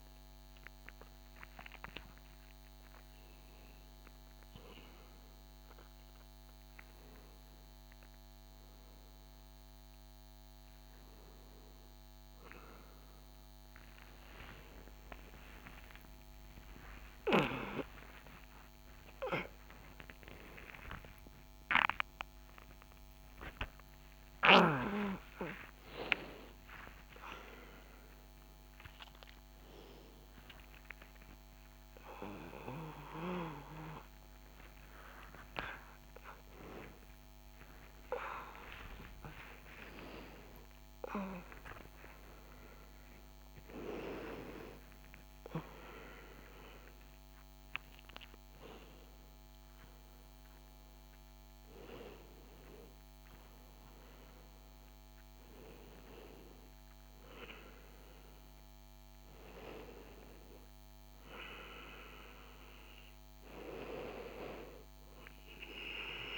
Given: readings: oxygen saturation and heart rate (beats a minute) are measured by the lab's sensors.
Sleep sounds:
a person awake in a sleep study, by a microphone on the trachea; none
2.00-62.00 s: new sleep stage, awake
47.00-54.00 s: oxygen desaturation (device-marked, oxygen 100% before, 96% lowest, heart rate 110 before, 62 extreme)
62.00-66.37 s: new sleep stage, N1 (lightest sleep)
From the record:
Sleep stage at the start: REM sleep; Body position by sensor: on the back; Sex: male

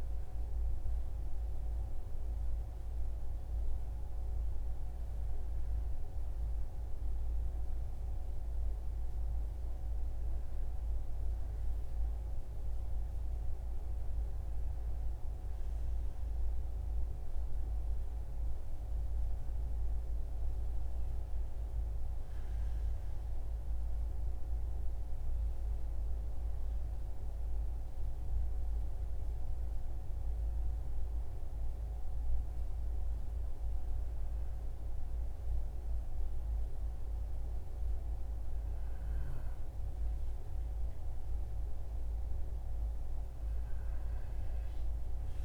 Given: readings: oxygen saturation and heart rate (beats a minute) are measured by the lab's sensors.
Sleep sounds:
breathing in sleep, hard to hear, by a room microphone; none
none scored
From the record:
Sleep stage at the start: N2 (light sleep); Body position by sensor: on the right side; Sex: male

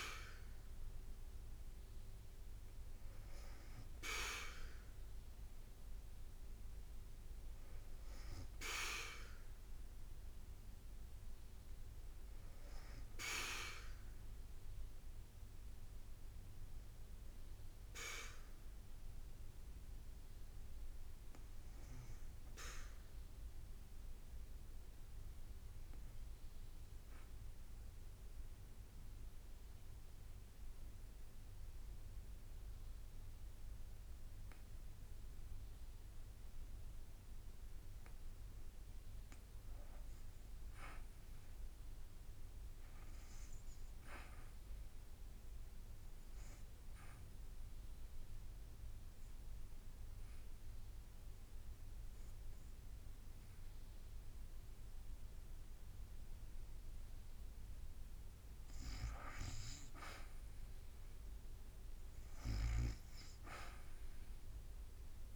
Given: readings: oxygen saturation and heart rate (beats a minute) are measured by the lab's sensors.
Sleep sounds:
breathing in sleep by a room microphone; 2
0.00-7.00 s: oxygen desaturation (device-marked, oxygen 85% lowest, heart rate 51 extreme)
11.00-15.50 s: arousal
13.00-65.36 s: new sleep stage, REM sleep
21.00-23.00 s: long interval between heartbeats (device-marked, heart rate 54 before, 56 extreme)
23.50-38.00 s: obstructive apnea (oxygen 100% before, 81% lowest, heart rate 54 before, 53 extreme, up 1 after)
32.00-43.00 s: drop in pulse transit time (device-marked, heart rate 54 before, 53 extreme)
36.00-65.36 s: oxygen desaturation (device-marked, oxygen 99% before, 81% lowest, heart rate 54 before, 54 extreme)
40.50-44.00 s: arousal
47.00-58.00 s: obstructive apnea (oxygen 100% before, 81% lowest, heart rate 53 before, 55 extreme, up 3 after)
60.50-64.00 s: arousal
From the record:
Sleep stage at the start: N2 (light sleep); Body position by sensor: on the back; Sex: female

